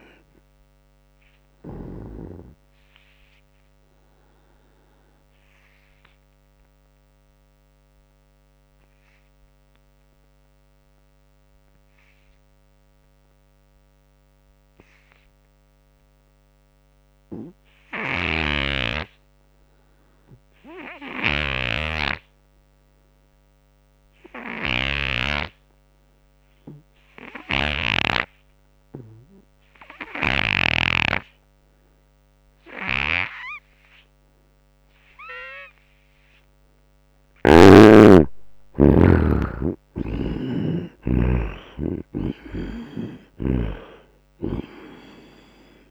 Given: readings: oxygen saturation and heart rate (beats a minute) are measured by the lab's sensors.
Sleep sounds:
breathing in sleep by a microphone on the trachea; 1
0.00-2.00 s: snoring (device-marked)
0.00-17.00 s: oxygen desaturation (device-marked, oxygen 73% lowest, heart rate 72 extreme)
1.00-35.50 s: obstructive apnea (oxygen 98% before, 69% lowest, heart rate 81 before, 72 extreme, up 12 after)
18.00-25.00 s: snoring (device-marked)
19.00-45.91 s: oxygen desaturation (device-marked, oxygen 98% before, 69% lowest, heart rate 87 before, 72 extreme)
27.00-30.50 s: snoring (device-marked)
38.00-42.50 s: arousal
42.00-45.91 s: snoring (device-marked)
From the record:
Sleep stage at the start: N2 (light sleep); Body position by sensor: upright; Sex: male

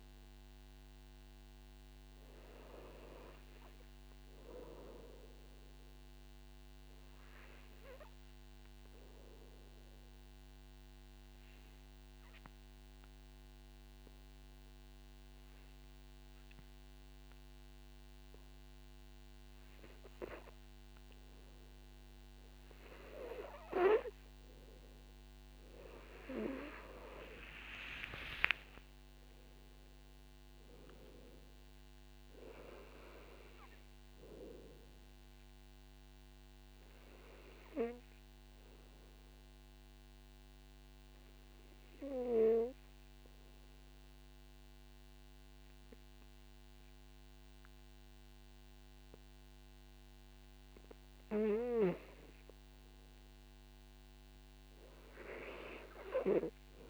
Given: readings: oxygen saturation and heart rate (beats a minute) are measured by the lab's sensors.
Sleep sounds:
breathing in sleep by a microphone on the trachea; 2
9.50-23.00 s: obstructive apnea (oxygen 99% before, 92% lowest, heart rate 52 before, 47 extreme, up 19 after)
26.00-29.50 s: arousal
28.50-30.50 s: long interval between heartbeats (device-marked, heart rate 54 before, 68 extreme)
30.00-44.00 s: oxygen desaturation (device-marked, oxygen 96% before, 92% lowest, heart rate 55 before, 47 extreme)
38.00-51.50 s: obstructive apnea (oxygen 99% before, 92% lowest, heart rate 59 before, 50 extreme, up 8 after)
53.50-56.90 s: arousal
From the record:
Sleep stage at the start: N2 (light sleep); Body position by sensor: on the back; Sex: male

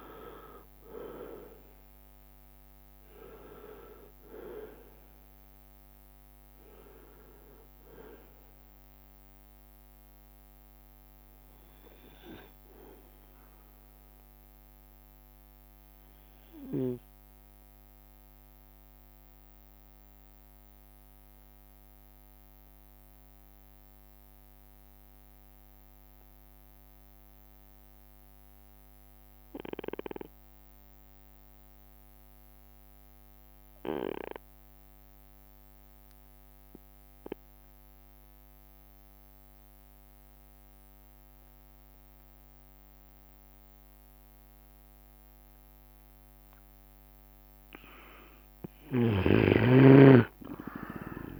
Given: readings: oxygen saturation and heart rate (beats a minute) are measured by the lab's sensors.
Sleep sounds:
breathing in sleep by a microphone on the trachea; 1
0.00-1.00 s: arousal
0.00-8.00 s: leg movement (device-marked)
0.00-22.50 s: oxygen desaturation (device-marked, oxygen 90% lowest)
0.00-51.40 s: bradycardia (device-marked)
10.50-12.50 s: long interval between heartbeats (device-marked)
19.00-46.00 s: obstructive apnea (oxygen 95% before, 91% lowest)
25.00-27.00 s: long interval between heartbeats (device-marked)
40.50-42.50 s: long interval between heartbeats (device-marked)
46.50-50.50 s: arousal
48.50-51.40 s: oxygen desaturation (device-marked, oxygen 98% before, 93% lowest)
49.00-51.40 s: snoring (device-marked)
From the record:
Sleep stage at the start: N2 (light sleep); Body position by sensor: on the right side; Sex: male

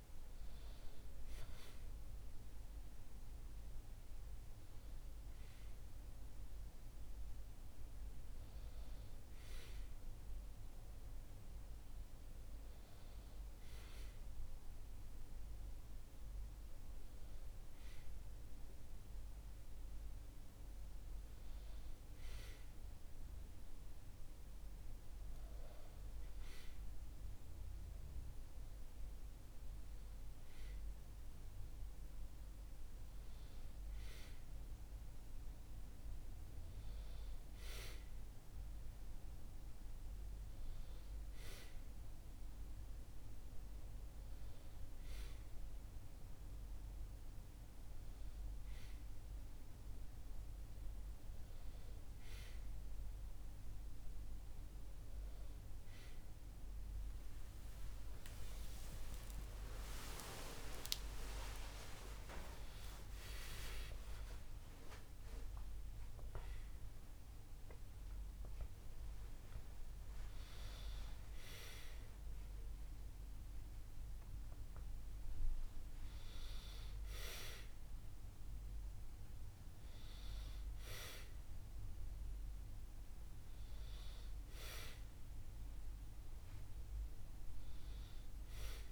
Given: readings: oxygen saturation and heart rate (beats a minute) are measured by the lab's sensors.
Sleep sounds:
a person awake in a sleep study, by a room microphone; none
44.00-88.91 s: new sleep stage, awake
From the record:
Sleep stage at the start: N1 (lightest sleep); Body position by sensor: on the back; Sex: male

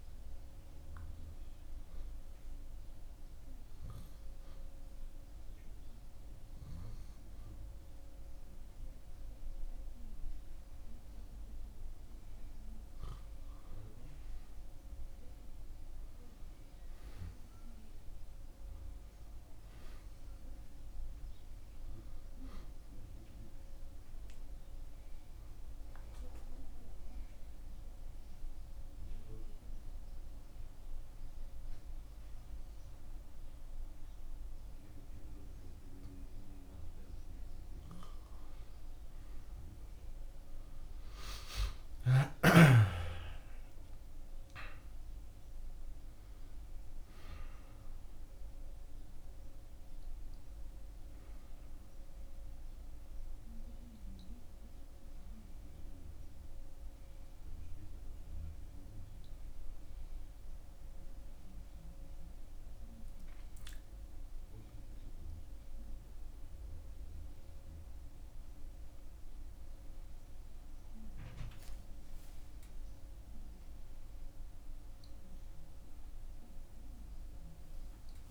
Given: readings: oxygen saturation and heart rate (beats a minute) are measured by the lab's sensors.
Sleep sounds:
breathing in sleep by a room microphone; 2
2.00-12.00 s: obstructive apnea (oxygen 97% before, 91% lowest, heart rate 71 before, 60 extreme, up 18 after)
14.00-18.00 s: arousal
24.00-37.00 s: obstructive apnea (oxygen 97% before, 91% lowest, heart rate 68 before, 46 extreme, up 13 after)
28.50-40.50 s: oxygen desaturation (device-marked, oxygen 95% before, 91% lowest, heart rate 68 before, 46 extreme)
39.50-44.50 s: arousal
52.50-73.50 s: oxygen desaturation (device-marked, oxygen 96% before, 91% lowest, heart rate 67 before, 30 extreme)
From the record:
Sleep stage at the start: N2 (light sleep); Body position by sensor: on the back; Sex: male

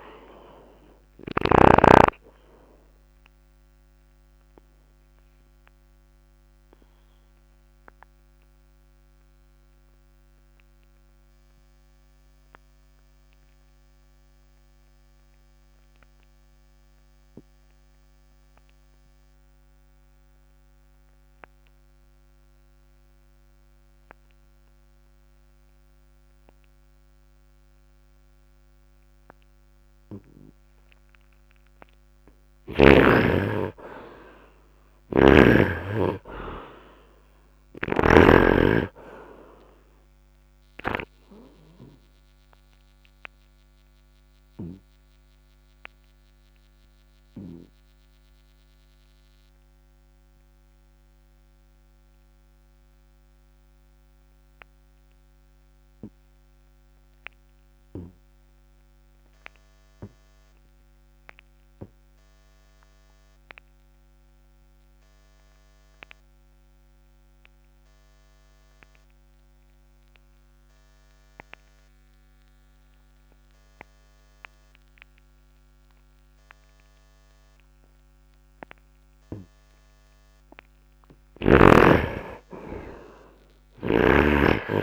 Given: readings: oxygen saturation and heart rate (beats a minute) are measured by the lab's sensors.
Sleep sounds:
breathing in sleep by a microphone on the trachea; 2
5.50-18.50 s: oxygen desaturation (device-marked, oxygen 91% before, 73% lowest, heart rate 62 before, 52 extreme)
6.50-31.00 s: obstructive apnea (oxygen 91% before, 66% lowest, heart rate 62 before, 52 extreme, up 7 after)
29.50-67.50 s: oxygen desaturation (device-marked, oxygen 86% before, 66% lowest, heart rate 67 before, 47 extreme)
34.50-38.00 s: arousal
35.00-38.50 s: snoring (device-marked)
43.50-80.50 s: obstructive apnea (oxygen 86% before, 64% lowest, heart rate 58 before, 47 extreme, up 10 after)
82.50-84.83 s: arousal
82.50-84.83 s: oxygen desaturation (device-marked, oxygen 85% before, 64% lowest, heart rate 53 before, 59 extreme)
From the record:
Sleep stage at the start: N2 (light sleep); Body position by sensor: upright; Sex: male

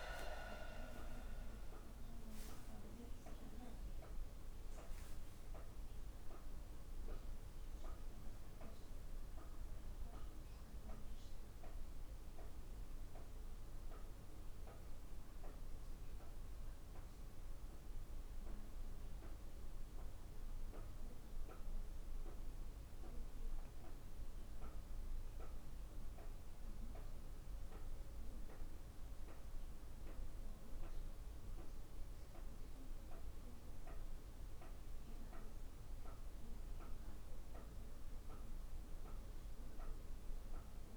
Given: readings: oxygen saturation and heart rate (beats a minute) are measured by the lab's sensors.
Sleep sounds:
breathing in sleep by a room microphone; none
none scored
From the record:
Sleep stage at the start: N1 (lightest sleep); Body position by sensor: on the back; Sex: female

